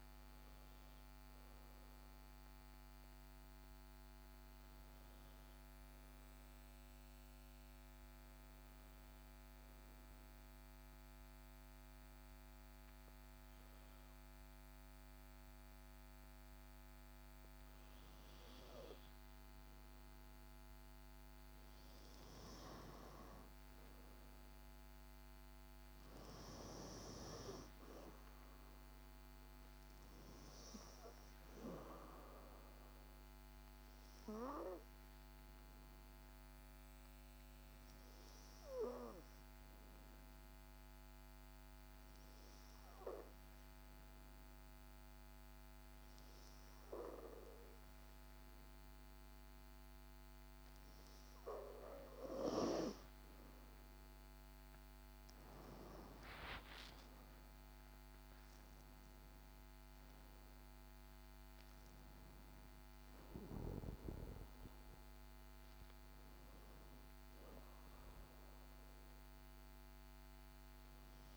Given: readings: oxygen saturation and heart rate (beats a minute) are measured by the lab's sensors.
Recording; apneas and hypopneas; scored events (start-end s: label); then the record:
breathing in sleep by a microphone on the trachea; 2
0.00-13.00 s: oxygen desaturation (device-marked, oxygen 90% lowest, heart rate 55 extreme)
2.50-22.00 s: obstructive apnea (oxygen 97% before, 90% lowest, heart rate 62 before, 55 extreme, up 6 after)
24.50-28.00 s: arousal
33.50-52.00 s: obstructive apnea (oxygen 97% before, 91% lowest, heart rate 59 before, 55 extreme, up 7 after)
37.00-53.00 s: oxygen desaturation (device-marked, oxygen 95% before, 92% lowest, heart rate 60 before, 54 extreme)
57.00-62.00 s: arousal
From the record:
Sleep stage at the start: N2 (light sleep); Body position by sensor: on the back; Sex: female